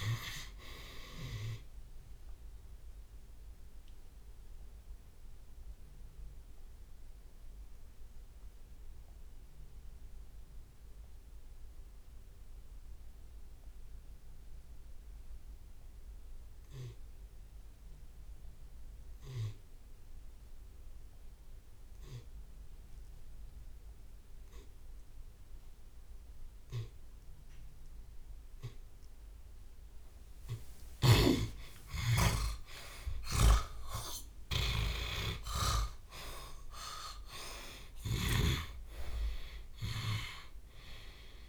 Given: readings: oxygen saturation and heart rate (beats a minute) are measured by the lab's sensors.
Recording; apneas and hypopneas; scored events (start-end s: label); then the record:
breathing in sleep by a room microphone; 1
4.00-28.50 s: obstructive apnea
31.00-35.50 s: arousal
33.00-41.49 s: snoring (device-marked)
From the record:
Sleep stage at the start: N2 (light sleep); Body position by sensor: on the back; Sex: male